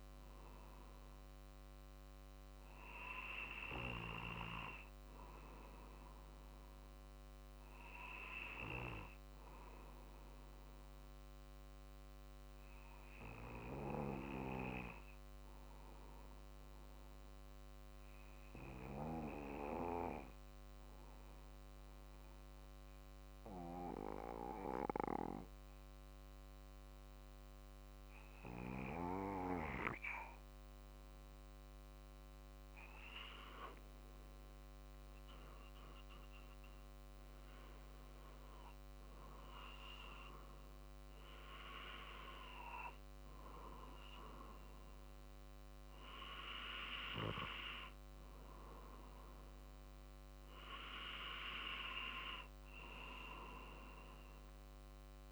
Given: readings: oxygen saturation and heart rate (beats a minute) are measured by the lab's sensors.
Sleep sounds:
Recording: breathing in sleep by a microphone on the trachea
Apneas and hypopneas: 1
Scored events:
9.00-31.50 s: obstructive apnea (oxygen 96% before, 92% lowest, heart rate 48 before, 46 extreme, up 3 after)
32.50-46.50 s: drop in pulse transit time (device-marked, heart rate 47 before, 48 extreme)
33.50-38.00 s: arousal
From the record:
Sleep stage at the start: N2 (light sleep)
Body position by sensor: on the back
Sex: male

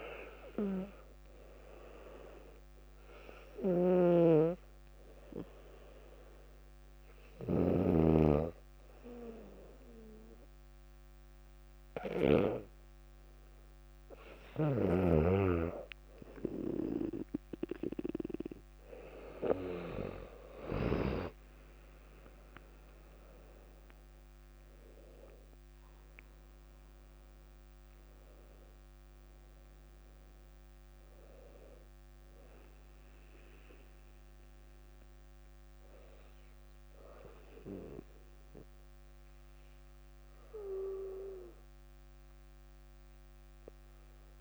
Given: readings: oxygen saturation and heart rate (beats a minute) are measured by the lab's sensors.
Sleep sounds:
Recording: breathing in sleep by a microphone on the trachea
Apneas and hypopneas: 1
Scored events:
2.50-15.00 s: hypopnea (oxygen 99% before, 95% lowest, heart rate 57 before, 57 extreme, up 5 after)
3.50-12.50 s: snoring (device-marked)
20.50-25.00 s: arousal
22.00-38.00 s: oxygen desaturation (device-marked, oxygen 98% before, 95% lowest, heart rate 60 before, 57 extreme)
From the record:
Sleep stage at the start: N2 (light sleep)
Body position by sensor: on the back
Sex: female

